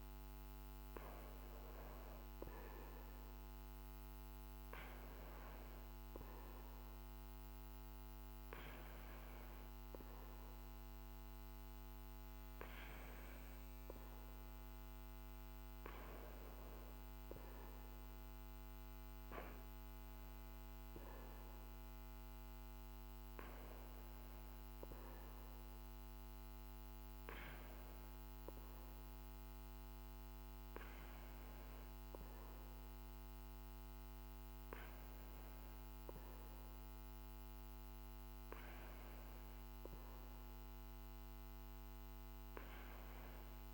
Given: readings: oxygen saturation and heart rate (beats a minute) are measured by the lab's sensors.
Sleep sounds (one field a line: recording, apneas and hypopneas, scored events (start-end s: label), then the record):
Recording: breathing in sleep, hard to hear, by a microphone on the trachea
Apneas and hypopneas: none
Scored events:
none scored
From the record:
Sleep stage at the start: N2 (light sleep)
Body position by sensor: on the back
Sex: male